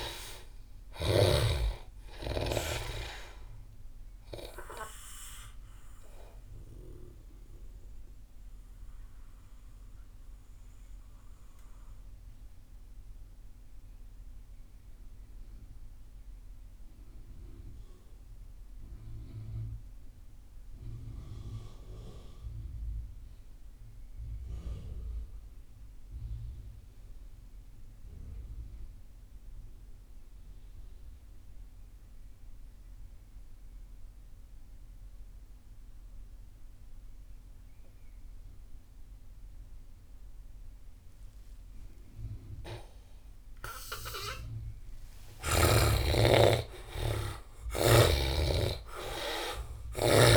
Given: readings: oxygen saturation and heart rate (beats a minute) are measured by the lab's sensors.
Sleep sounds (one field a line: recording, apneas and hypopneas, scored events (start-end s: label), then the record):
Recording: breathing in sleep by a room microphone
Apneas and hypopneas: 1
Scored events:
0.00-21.00 s: oxygen desaturation (device-marked, oxygen 71% lowest)
7.00-44.50 s: mixed apnea (oxygen 97% before, 71% lowest)
35.00-50.37 s: oxygen desaturation (device-marked, oxygen 98% before, 75% lowest)
45.00-50.37 s: arousal
From the record:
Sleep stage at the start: N2 (light sleep)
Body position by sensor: on the back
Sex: male